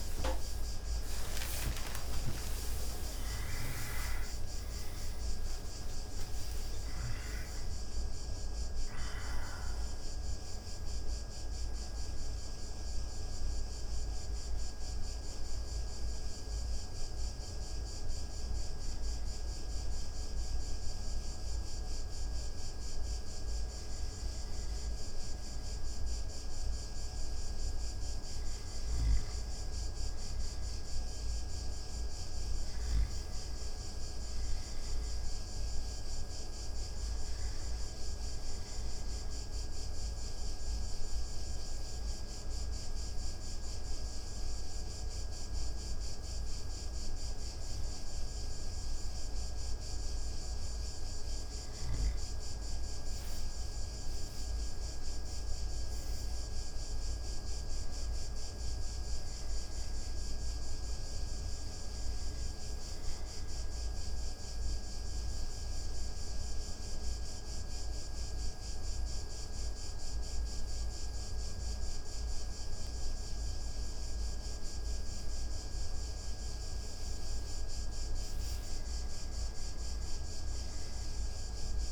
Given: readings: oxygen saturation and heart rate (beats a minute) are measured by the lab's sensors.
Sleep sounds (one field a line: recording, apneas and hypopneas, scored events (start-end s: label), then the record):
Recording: breathing in sleep, hard to hear, by a room microphone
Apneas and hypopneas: 3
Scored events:
0.00-4.00 s: arousal
0.00-8.00 s: oxygen desaturation (device-marked, oxygen 84% lowest)
14.00-16.00 s: oxygen desaturation (device-marked, oxygen 89% before, 86% lowest)
16.00-28.50 s: hypopnea (oxygen 89% before, 81% lowest)
22.00-29.00 s: oxygen desaturation (device-marked, oxygen 89% before, 81% lowest)
30.00-34.50 s: arousal
39.50-52.50 s: obstructive apnea (oxygen 99% before, 91% lowest)
41.00-53.00 s: oxygen desaturation (device-marked, oxygen 99% before, 94% lowest)
55.50-59.50 s: arousal
62.50-77.50 s: obstructive apnea (oxygen 99% before, 91% lowest)
80.00-81.92 s: arousal
From the record:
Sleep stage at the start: N2 (light sleep)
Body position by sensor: on the back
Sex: male